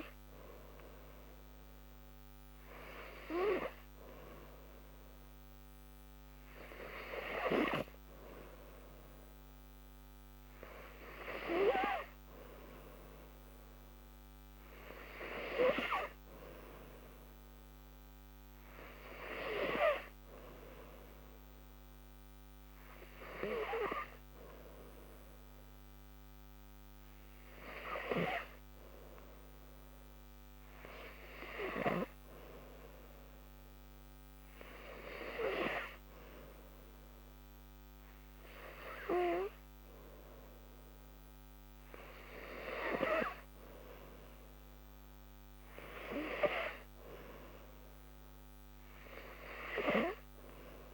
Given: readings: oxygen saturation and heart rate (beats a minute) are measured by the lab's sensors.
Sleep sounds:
breathing in sleep by a microphone on the trachea; none
7.50-50.94 s: new sleep stage, N3 (deep sleep)
From the record:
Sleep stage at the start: N2 (light sleep); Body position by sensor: on the back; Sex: female

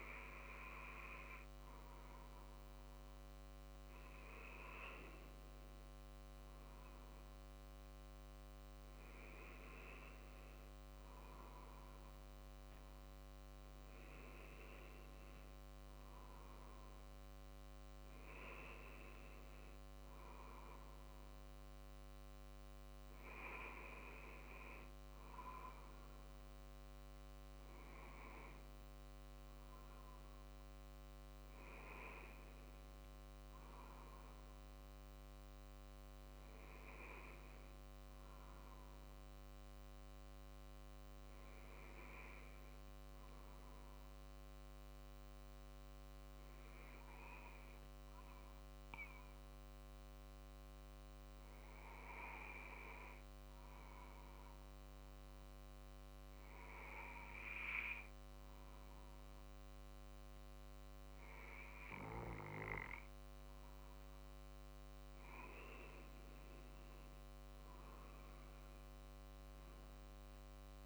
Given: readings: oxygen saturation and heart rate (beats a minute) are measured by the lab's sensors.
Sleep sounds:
breathing in sleep by a microphone on the trachea; 1
7.50-21.50 s: drop in pulse transit time (device-marked, heart rate 48 before, 48 extreme)
12.00-14.00 s: long interval between heartbeats (device-marked, heart rate 49 before, 59 extreme)
31.50-34.50 s: arousal
38.50-64.50 s: obstructive apnea (oxygen 94% before, 93% lowest, heart rate 49 before, 47 extreme, up 2 after)
65.50-70.86 s: drop in pulse transit time (device-marked, heart rate 48 before, 48 extreme)
66.50-70.50 s: arousal
From the record:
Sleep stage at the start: N2 (light sleep); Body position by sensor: on the back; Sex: male

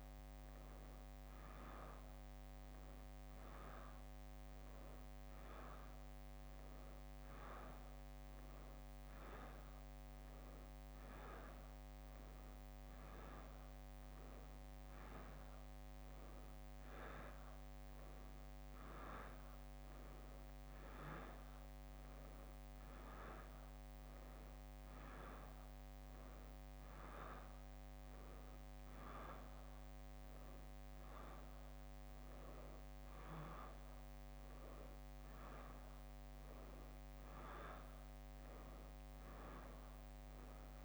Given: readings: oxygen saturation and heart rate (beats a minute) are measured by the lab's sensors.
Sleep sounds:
a person awake in a sleep study, by a microphone on the trachea; none
0.00-2.00 s: leg movement (device-marked)
4.00-8.00 s: leg movement (device-marked)
9.00-13.50 s: leg movement (device-marked)
14.50-19.00 s: leg movement (device-marked)
21.00-26.50 s: leg movement (device-marked)
27.50-33.00 s: leg movement (device-marked)
From the record:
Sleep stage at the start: awake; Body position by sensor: on the back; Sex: female

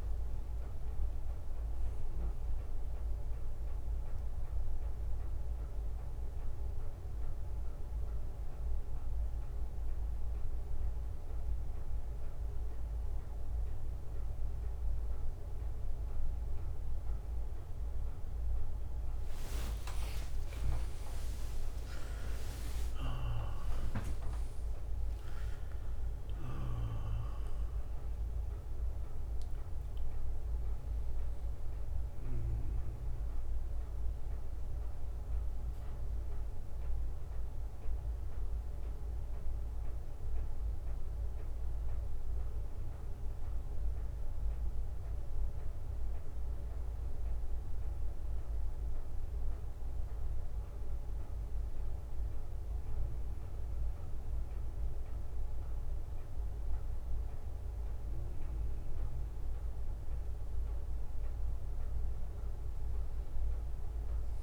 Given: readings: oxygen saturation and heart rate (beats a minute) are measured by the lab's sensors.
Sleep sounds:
a person awake in a sleep study, hard to hear, by a room microphone; none
0.00-10.50 s: drop in pulse transit time (device-marked, heart rate 68 extreme)
From the record:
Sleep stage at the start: awake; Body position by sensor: on the right side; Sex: male

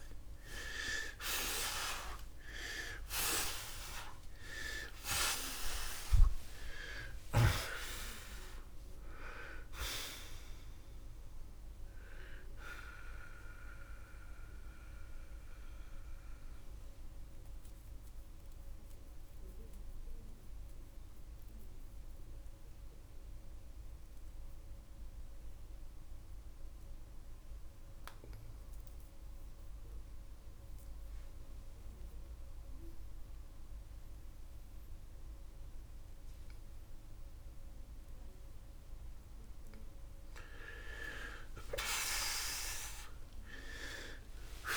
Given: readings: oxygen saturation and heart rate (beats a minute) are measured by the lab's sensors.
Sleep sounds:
breathing in sleep by a room microphone; 1
0.50-6.00 s: arousal
17.50-38.50 s: mixed apnea (oxygen 95% before, 83% lowest, heart rate 125 before, 40 extreme, up 9 after)
23.00-42.00 s: oxygen desaturation (device-marked, oxygen 95% before, 84% lowest, heart rate 105 before, 40 extreme)
40.50-44.50 s: arousal
From the record:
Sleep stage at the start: N2 (light sleep); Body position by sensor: on the back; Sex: male

